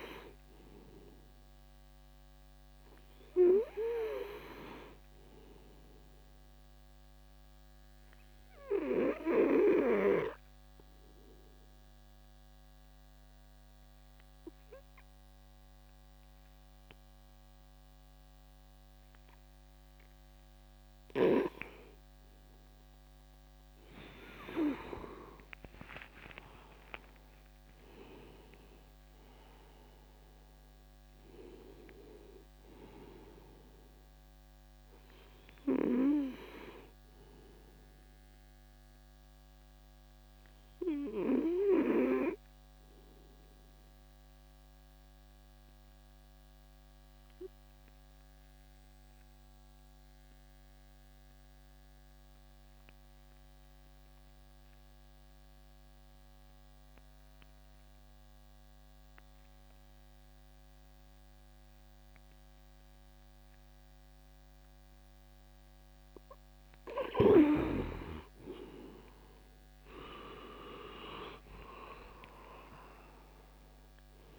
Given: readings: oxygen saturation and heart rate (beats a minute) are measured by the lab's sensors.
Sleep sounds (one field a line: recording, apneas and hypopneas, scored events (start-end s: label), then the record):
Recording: breathing in sleep by a microphone on the trachea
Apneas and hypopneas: 2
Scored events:
7.50-21.50 s: obstructive apnea (oxygen 98% before, 91% lowest, heart rate 68 before, 65 extreme, up 13 after)
23.50-27.50 s: arousal
39.00-66.00 s: obstructive apnea (oxygen 97% before, 89% lowest, heart rate 73 before, 59 extreme, up 22 after)
60.00-74.39 s: oxygen desaturation (device-marked, oxygen 99% before, 89% lowest, heart rate 66 before, 59 extreme)
69.00-73.50 s: arousal
From the record:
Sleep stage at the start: N2 (light sleep)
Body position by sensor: on the back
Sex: male